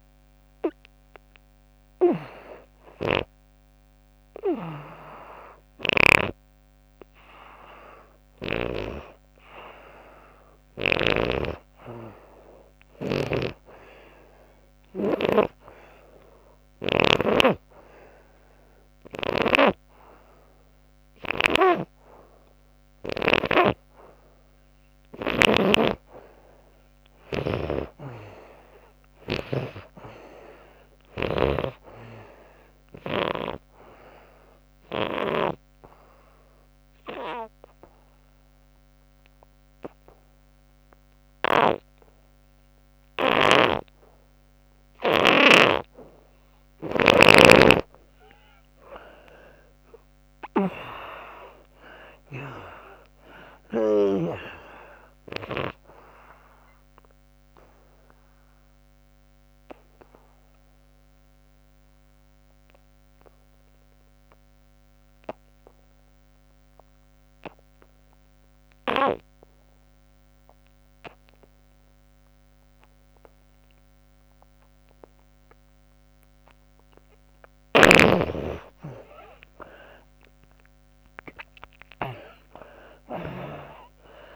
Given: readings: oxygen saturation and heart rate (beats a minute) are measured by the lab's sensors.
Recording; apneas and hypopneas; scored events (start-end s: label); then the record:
breathing in sleep by a microphone on the trachea; 3
0.00-2.00 s: snoring (device-marked)
0.00-12.00 s: oxygen desaturation (device-marked, oxygen 74% lowest, heart rate 76 extreme)
4.00-8.50 s: snoring (device-marked)
10.50-17.00 s: snoring (device-marked)
15.50-25.50 s: hypopnea (oxygen 98% before, 77% lowest, heart rate 96 before, 66 extreme, up 9 after)
25.00-29.50 s: snoring (device-marked)
27.50-31.00 s: arousal
30.00-43.00 s: oxygen desaturation (device-marked, oxygen 92% before, 84% lowest, heart rate 83 before, 66 extreme)
33.50-45.50 s: obstructive apnea (oxygen 98% before, 75% lowest, heart rate 83 before, 66 extreme, up 27 after)
45.00-54.00 s: snoring (device-marked)
47.50-51.00 s: arousal
56.00-74.00 s: oxygen desaturation (device-marked, oxygen 91% before, 77% lowest, heart rate 79 before, 65 extreme)
56.00-76.50 s: obstructive apnea (oxygen 92% before, 75% lowest, heart rate 79 before, 63 extreme, up 44 after)
78.50-82.00 s: arousal
From the record:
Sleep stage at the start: N2 (light sleep); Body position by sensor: on the back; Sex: female